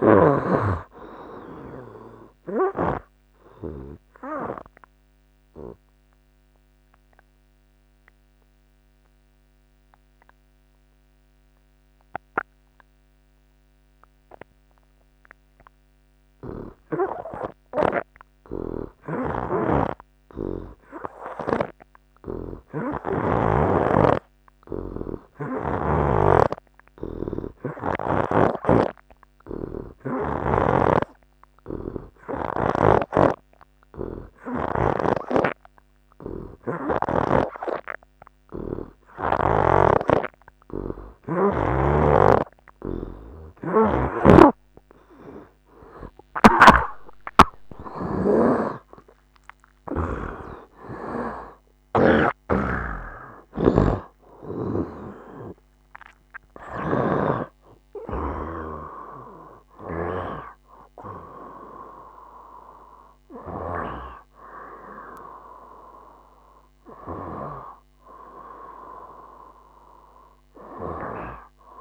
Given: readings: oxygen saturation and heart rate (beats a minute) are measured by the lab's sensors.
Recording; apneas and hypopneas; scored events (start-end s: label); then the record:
breathing in sleep by a microphone on the trachea; 1
0.00-23.00 s: oxygen desaturation (device-marked, oxygen 76% lowest, heart rate 65 extreme)
4.50-43.00 s: hypopnea (oxygen 92% before, 76% lowest, heart rate 75 before, 65 extreme, up 16 after)
19.00-23.50 s: snoring (device-marked)
25.00-66.00 s: oxygen desaturation (device-marked, oxygen 96% before, 78% lowest, heart rate 69 before, 68 extreme)
30.50-35.00 s: snoring (device-marked)
42.00-52.50 s: snoring (device-marked)
46.00-48.00 s: long interval between heartbeats (device-marked, heart rate 69 before, 79 extreme)
49.00-71.81 s: new sleep stage, N1 (lightest sleep)
49.50-55.00 s: arousal
59.50-71.81 s: snoring (device-marked)
From the record:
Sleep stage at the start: N2 (light sleep); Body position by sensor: on the right side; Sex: male